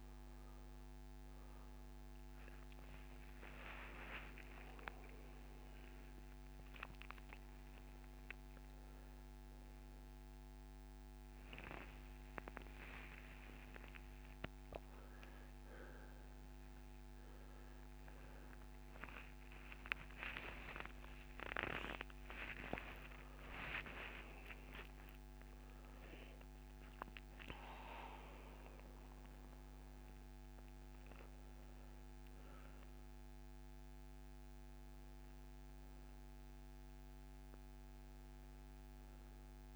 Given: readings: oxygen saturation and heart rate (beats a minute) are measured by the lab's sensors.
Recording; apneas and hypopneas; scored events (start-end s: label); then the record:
a person awake in a sleep study, by a microphone on the trachea; none
none scored
From the record:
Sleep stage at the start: awake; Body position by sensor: on the back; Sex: male